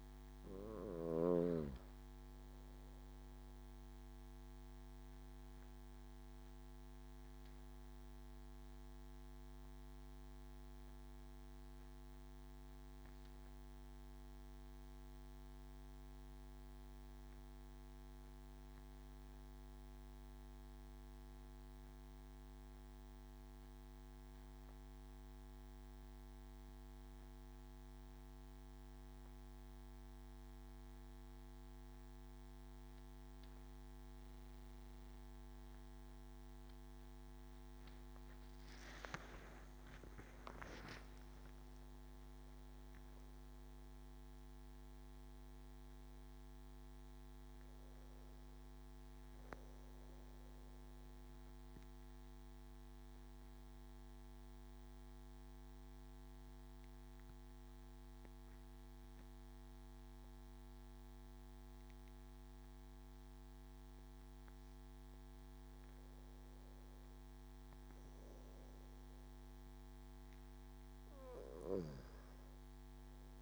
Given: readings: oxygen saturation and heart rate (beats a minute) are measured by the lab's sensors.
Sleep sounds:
breathing in sleep, hard to hear, by a microphone on the trachea; 2
0.00-12.00 s: oxygen desaturation (device-marked, oxygen 89% lowest, heart rate 40 extreme)
5.00-37.50 s: obstructive apnea (oxygen 94% before, 90% lowest, heart rate 69 before, 57 extreme, up 35 after)
29.00-66.00 s: oxygen desaturation (device-marked, oxygen 97% before, 90% lowest)
39.50-43.50 s: arousal
52.00-65.50 s: obstructive apnea (oxygen 97% before, 90% lowest)
54.00-73.42 s: new sleep stage, N1 (lightest sleep)
68.00-73.42 s: arousal
From the record:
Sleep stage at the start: N2 (light sleep); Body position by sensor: on the back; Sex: male

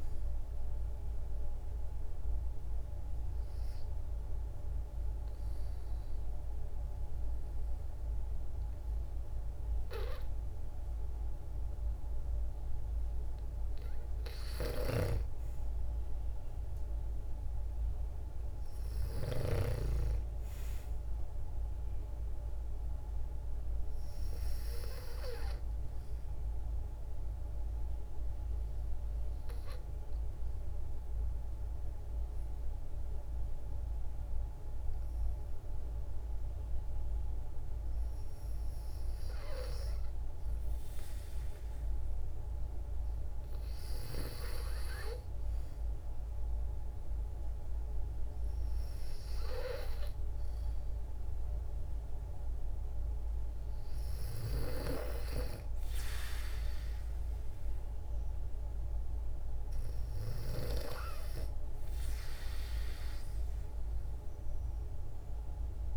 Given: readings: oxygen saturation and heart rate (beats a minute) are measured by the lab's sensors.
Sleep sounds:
breathing in sleep by a room microphone; 2
1.50-13.00 s: obstructive apnea (oxygen 96% before, 92% lowest, heart rate 58 before, 55 extreme, up 6 after)
1.50-16.50 s: oxygen desaturation (device-marked, oxygen 96% before, 92% lowest, heart rate 58 before, 55 extreme)
16.00-20.50 s: arousal
22.50-39.50 s: oxygen desaturation (device-marked, oxygen 95% before, 92% lowest, heart rate 57 before, 56 extreme)
26.50-40.00 s: obstructive apnea (oxygen 95% before, 92% lowest, heart rate 58 before, 56 extreme, up 3 after)
41.50-45.00 s: arousal
From the record:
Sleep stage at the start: N2 (light sleep); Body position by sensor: on the back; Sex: female

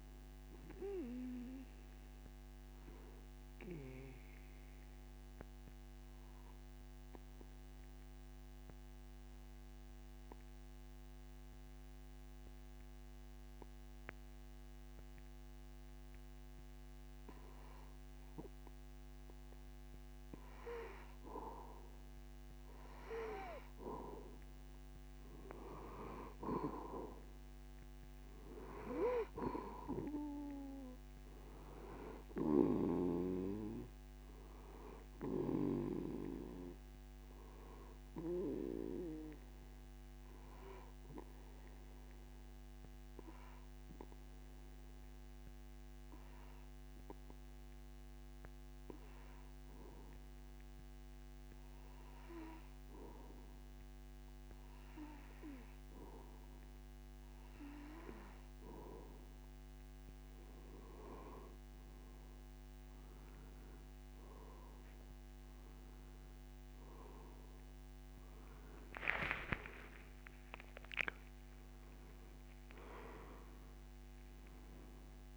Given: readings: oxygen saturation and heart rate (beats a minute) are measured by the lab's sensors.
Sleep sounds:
breathing in sleep by a microphone on the trachea; 2
0.00-15.00 s: oxygen desaturation (device-marked, oxygen 92% lowest)
3.00-20.50 s: obstructive apnea (oxygen 97% before, 92% lowest)
24.50-28.50 s: arousal
28.00-50.00 s: oxygen desaturation (device-marked, oxygen 96% before, 92% lowest)
40.50-58.00 s: obstructive apnea (oxygen 96% before, 92% lowest)
65.00-75.37 s: new sleep stage, awake
From the record:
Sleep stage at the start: N2 (light sleep); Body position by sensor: on the back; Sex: male

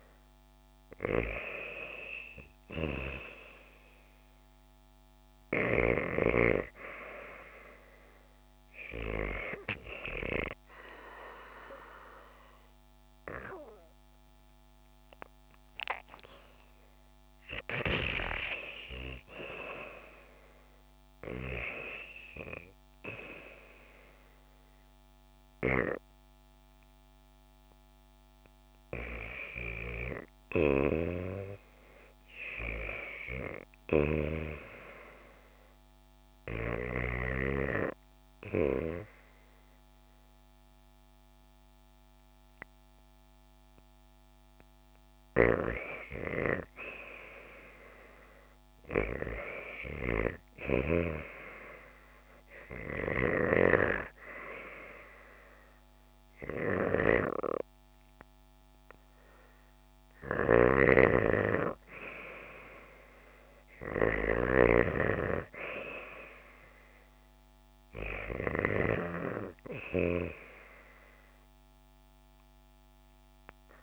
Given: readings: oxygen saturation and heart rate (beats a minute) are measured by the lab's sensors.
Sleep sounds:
breathing in sleep by a microphone on the trachea; 1
30.00-34.00 s: snoring (device-marked)
52.00-62.00 s: hypopnea (oxygen 96% before, 93% lowest, heart rate 75 before, 72 extreme, up 3 after)
60.00-68.50 s: snoring (device-marked)
63.50-66.00 s: arousal
From the record:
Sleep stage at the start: REM sleep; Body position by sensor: on the back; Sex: female

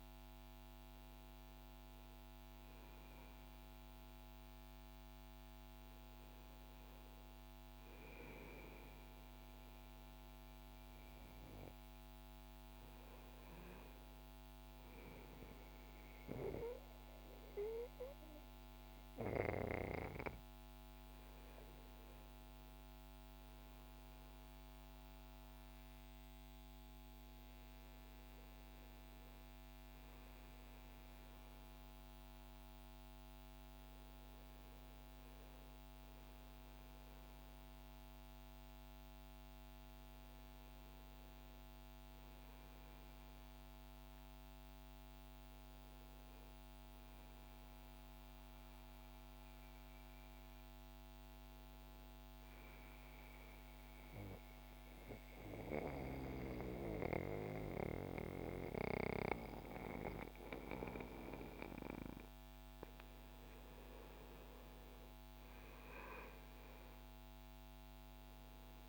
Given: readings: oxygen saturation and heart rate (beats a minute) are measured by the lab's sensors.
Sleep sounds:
breathing in sleep by a microphone on the trachea; 1
8.00-47.00 s: oxygen desaturation (device-marked, oxygen 96% before, 92% lowest, heart rate 63 before, 62 extreme)
52.50-62.50 s: central apnea (oxygen 95% before, 87% lowest, heart rate 67 before, 63 extreme, up 3 after)
65.00-68.89 s: oxygen desaturation (device-marked, oxygen 95% before, 87% lowest, heart rate 65 before, 62 extreme)
From the record:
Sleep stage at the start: N1 (lightest sleep); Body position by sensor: on the back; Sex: male

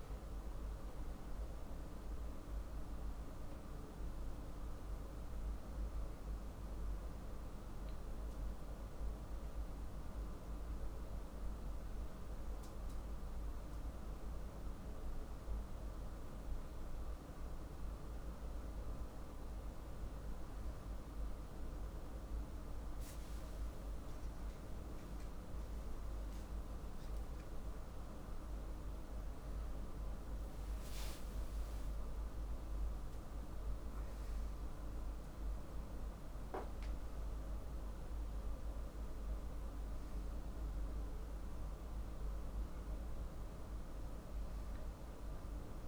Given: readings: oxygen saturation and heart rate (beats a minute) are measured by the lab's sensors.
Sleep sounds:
a person awake in a sleep study, hard to hear, by a room microphone; none
39.50-45.88 s: new sleep stage, N1 (lightest sleep)
From the record:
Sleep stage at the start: awake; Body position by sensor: on the back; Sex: male

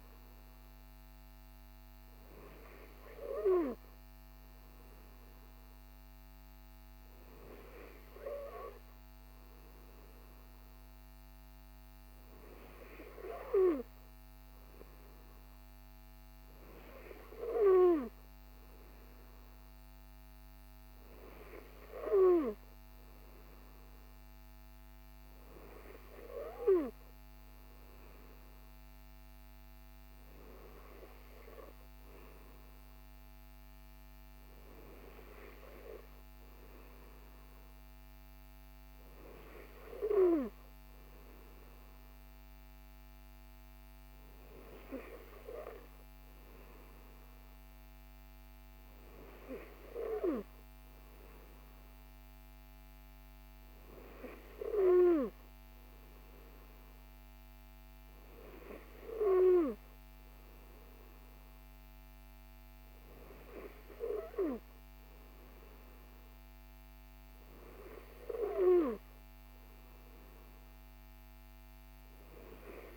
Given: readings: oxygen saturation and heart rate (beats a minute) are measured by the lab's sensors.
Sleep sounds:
breathing in sleep by a microphone on the trachea; none
24.50-72.97 s: new sleep stage, N3 (deep sleep)
From the record:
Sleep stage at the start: N2 (light sleep); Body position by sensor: on the right side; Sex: male

